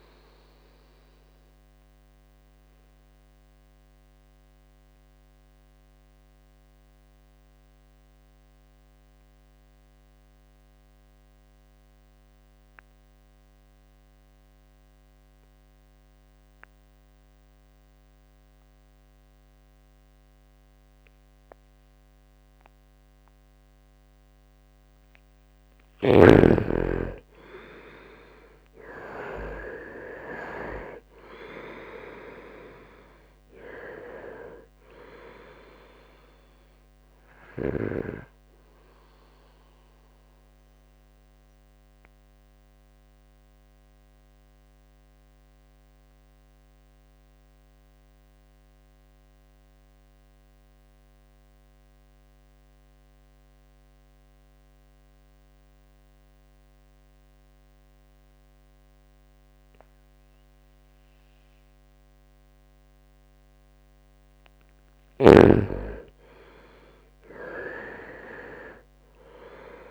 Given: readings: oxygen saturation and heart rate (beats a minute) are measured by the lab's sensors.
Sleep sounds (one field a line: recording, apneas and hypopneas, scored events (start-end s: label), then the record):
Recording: breathing in sleep by a microphone on the trachea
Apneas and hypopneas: 2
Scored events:
0.00-20.50 s: oxygen desaturation (device-marked, oxygen 89% lowest, heart rate 63 extreme)
1.50-25.00 s: obstructive apnea (oxygen 98% before, 87% lowest, heart rate 68 before, 64 extreme, up 5 after)
22.50-59.50 s: oxygen desaturation (device-marked, oxygen 98% before, 87% lowest, heart rate 67 before, 64 extreme)
26.50-31.50 s: arousal
40.00-63.50 s: mixed apnea (oxygen 98% before, 86% lowest, heart rate 71 before, 62 extreme, up 5 after)
65.50-69.91 s: arousal
From the record:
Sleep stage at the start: N2 (light sleep)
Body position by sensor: on the right side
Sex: male